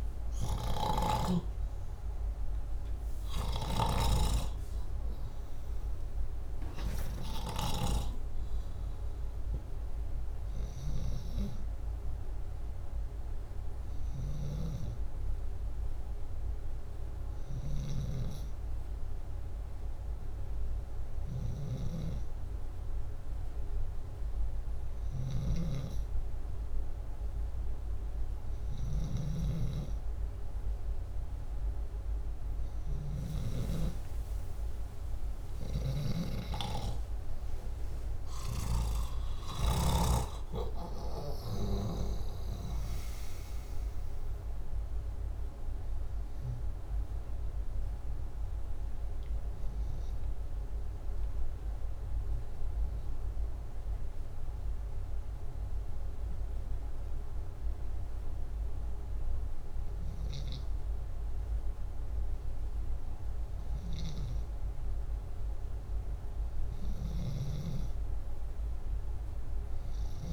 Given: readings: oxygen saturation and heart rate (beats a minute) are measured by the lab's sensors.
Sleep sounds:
breathing in sleep by a room microphone; 1
0.00-7.50 s: snoring (device-marked)
13.50-39.50 s: snoring (device-marked)
34.00-39.50 s: arousal
48.50-64.50 s: hypopnea (oxygen 97% before, 92% lowest, heart rate 69 before, 63 extreme, up 2 after)
65.50-69.50 s: arousal
66.50-70.33 s: snoring (device-marked)
From the record:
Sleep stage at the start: N2 (light sleep); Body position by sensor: upright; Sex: male

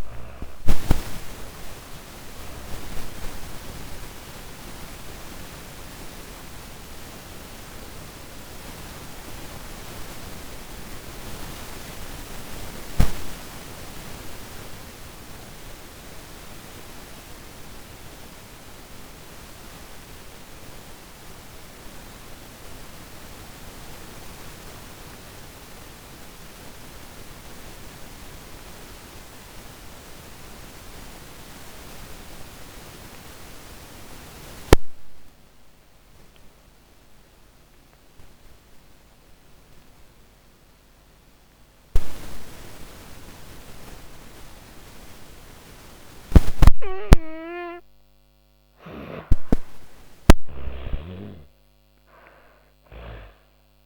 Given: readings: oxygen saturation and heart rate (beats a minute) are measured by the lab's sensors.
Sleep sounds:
breathing in sleep by a microphone on the trachea; 1
0.00-20.00 s: oxygen desaturation (device-marked, oxygen 75% lowest)
3.50-46.50 s: obstructive apnea (oxygen 98% before, 72% lowest)
31.00-53.86 s: oxygen desaturation (device-marked, oxygen 99% before, 72% lowest)
48.00-51.50 s: arousal
From the record:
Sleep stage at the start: N2 (light sleep); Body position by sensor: on the back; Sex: female

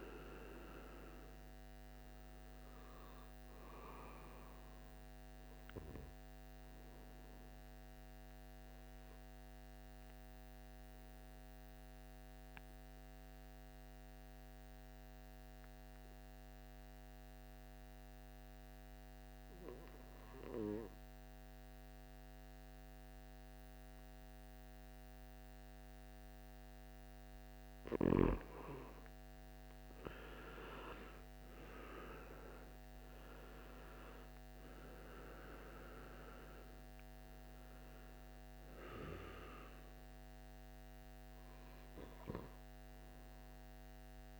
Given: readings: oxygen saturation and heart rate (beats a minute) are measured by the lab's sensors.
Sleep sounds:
breathing in sleep by a microphone on the trachea; 1
0.00-18.00 s: oxygen desaturation (device-marked, oxygen 91% lowest, heart rate 56 extreme)
11.00-26.00 s: obstructive apnea (oxygen 98% before, 89% lowest, heart rate 62 before, 56 extreme, up 11 after)
30.50-35.00 s: arousal
33.00-44.40 s: oxygen desaturation (device-marked, oxygen 97% before, 91% lowest, heart rate 59 before, 57 extreme)
From the record:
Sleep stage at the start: N2 (light sleep); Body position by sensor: on the right side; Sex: male

